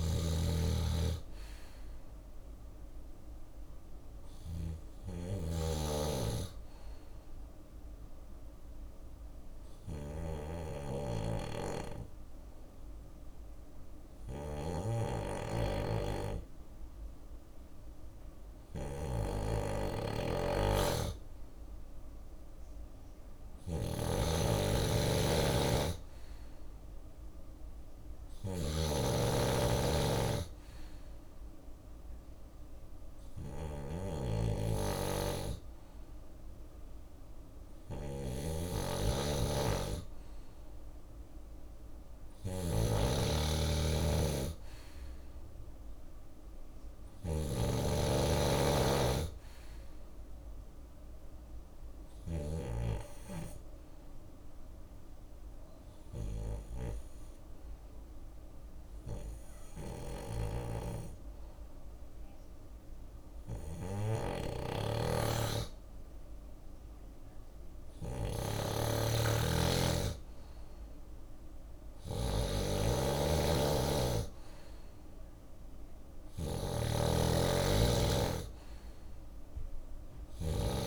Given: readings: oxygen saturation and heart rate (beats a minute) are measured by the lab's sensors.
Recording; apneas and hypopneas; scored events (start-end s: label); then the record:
breathing in sleep by a room microphone; 2
0.00-51.50 s: snoring (device-marked)
6.50-21.00 s: obstructive apnea (oxygen 97% before, 94% lowest, heart rate 64 before, 61 extreme, up 1 after)
23.50-27.50 s: arousal
52.50-70.50 s: obstructive apnea (oxygen 97% before, 94% lowest, heart rate 63 before, 61 extreme, up 5 after)
55.00-67.00 s: drop in pulse transit time (device-marked, heart rate 64 before, 61 extreme)
59.00-80.87 s: snoring (device-marked)
73.50-76.50 s: arousal
From the record:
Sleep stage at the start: N2 (light sleep); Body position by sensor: on the left side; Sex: male